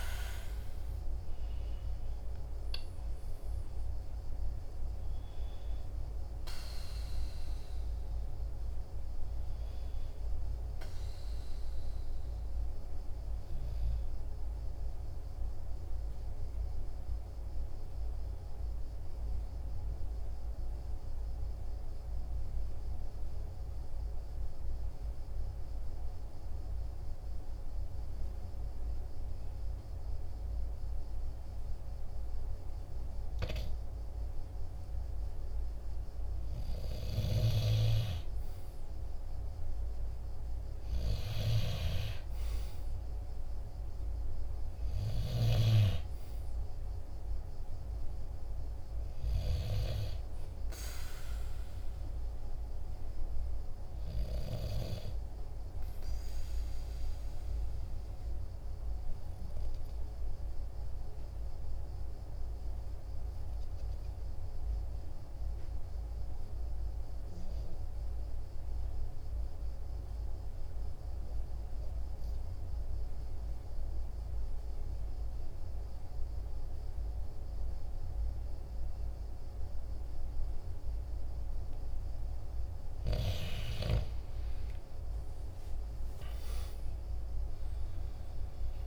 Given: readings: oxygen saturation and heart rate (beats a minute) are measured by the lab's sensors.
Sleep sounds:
breathing in sleep by a room microphone; 2
0.00-1.00 s: arousal
6.00-26.00 s: oxygen desaturation (device-marked, oxygen 96% before, 93% lowest, heart rate 48 before, 44 extreme)
10.00-36.00 s: obstructive apnea (oxygen 97% before, 93% lowest, heart rate 48 before, 44 extreme, up 1 after)
38.00-42.50 s: arousal
56.00-81.50 s: obstructive apnea (oxygen 97% before, 90% lowest, heart rate 47 before, 44 extreme, up 6 after)
84.50-88.87 s: arousal
85.00-88.87 s: oxygen desaturation (device-marked, oxygen 97% before, 90% lowest, heart rate 46 before, 44 extreme)
From the record:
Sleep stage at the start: N2 (light sleep); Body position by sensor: on the right side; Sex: male

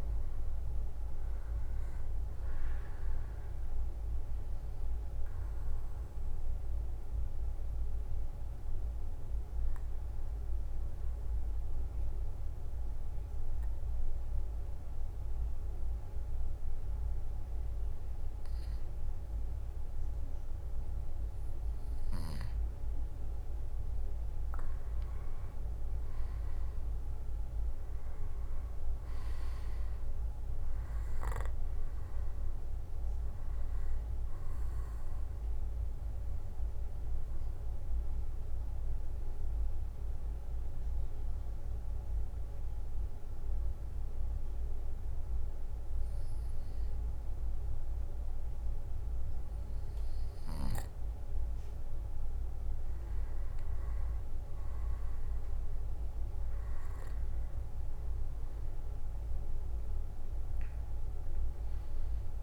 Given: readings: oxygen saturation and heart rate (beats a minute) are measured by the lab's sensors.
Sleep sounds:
breathing in sleep, hard to hear, by a room microphone; 2
0.00-13.00 s: oxygen desaturation (device-marked, oxygen 91% lowest, heart rate 59 extreme)
5.00-20.00 s: obstructive apnea (oxygen 97% before, 91% lowest, heart rate 65 before, 57 extreme, up 7 after)
23.50-26.50 s: arousal
31.00-45.00 s: oxygen desaturation (device-marked, oxygen 97% before, 91% lowest, heart rate 64 before, 57 extreme)
37.00-52.50 s: obstructive apnea (oxygen 97% before, 91% lowest, heart rate 66 before, 55 extreme, up 11 after)
57.00-62.43 s: oxygen desaturation (device-marked, oxygen 97% before, 92% lowest, heart rate 61 before, 55 extreme)
60.00-62.43 s: arousal
From the record:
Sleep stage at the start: N2 (light sleep); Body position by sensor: on the back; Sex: male

